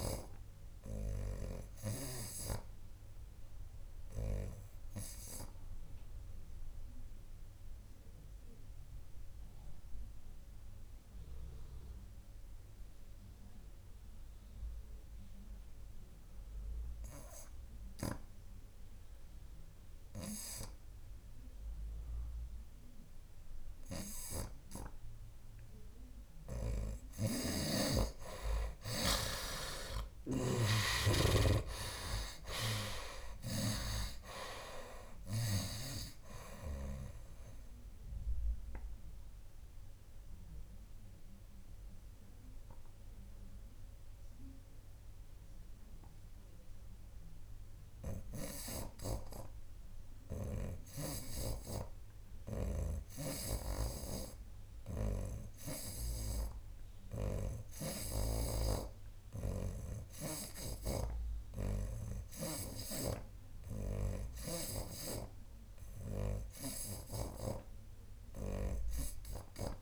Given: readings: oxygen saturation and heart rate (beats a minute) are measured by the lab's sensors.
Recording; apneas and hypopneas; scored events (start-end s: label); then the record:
breathing in sleep by a room microphone; 2
0.00-2.00 s: arousal
0.00-26.00 s: oxygen desaturation (device-marked, oxygen 56% lowest, heart rate 67 extreme)
7.50-26.50 s: obstructive apnea (oxygen 88% before, 44% lowest, heart rate 79 before, 67 extreme, up 37 after)
13.50-15.50 s: long interval between heartbeats (device-marked, heart rate 80 before, 80 extreme)
28.50-33.50 s: arousal
30.00-34.00 s: snoring (device-marked)
30.00-35.00 s: tachycardia (device-marked, heart rate 81 before, 104 extreme)
31.50-33.50 s: long interval between heartbeats (device-marked, heart rate 77 before, 94 extreme)
32.00-56.00 s: oxygen desaturation (device-marked, oxygen 60% before, 44% lowest, heart rate 78 before, 71 extreme)
38.00-51.50 s: obstructive apnea (oxygen 61% before, 44% lowest, heart rate 86 before, 74 extreme, up 8 after)
48.00-61.00 s: snoring (device-marked)
57.50-62.00 s: arousal
63.50-65.50 s: long interval between heartbeats (device-marked, heart rate 78 before, 84 extreme)
65.50-67.50 s: long interval between heartbeats (device-marked, heart rate 79 before, 84 extreme)
From the record:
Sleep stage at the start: N2 (light sleep); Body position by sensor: on the right side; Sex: male